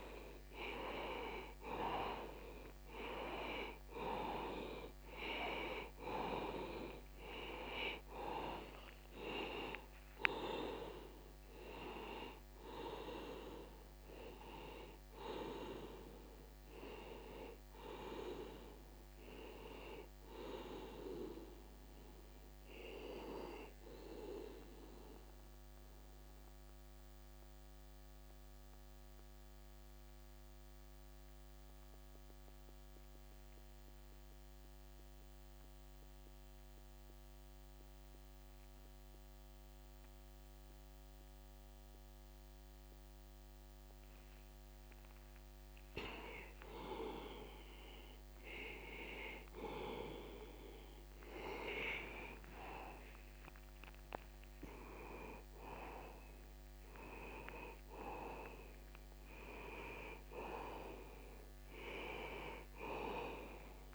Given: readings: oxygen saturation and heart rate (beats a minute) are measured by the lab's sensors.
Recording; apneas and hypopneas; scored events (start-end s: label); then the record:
breathing in sleep by a microphone on the trachea; 1
0.00-1.00 s: arousal
0.00-35.00 s: oxygen desaturation (device-marked, oxygen 83% lowest, heart rate 61 extreme)
24.50-47.00 s: mixed apnea (oxygen 95% before, 85% lowest, heart rate 81 before, 53 extreme, up 10 after)
49.00-54.50 s: arousal
58.00-63.95 s: oxygen desaturation (device-marked, oxygen 97% before, 85% lowest, heart rate 68 before, 61 extreme)
From the record:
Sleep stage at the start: N2 (light sleep); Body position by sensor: on the back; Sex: male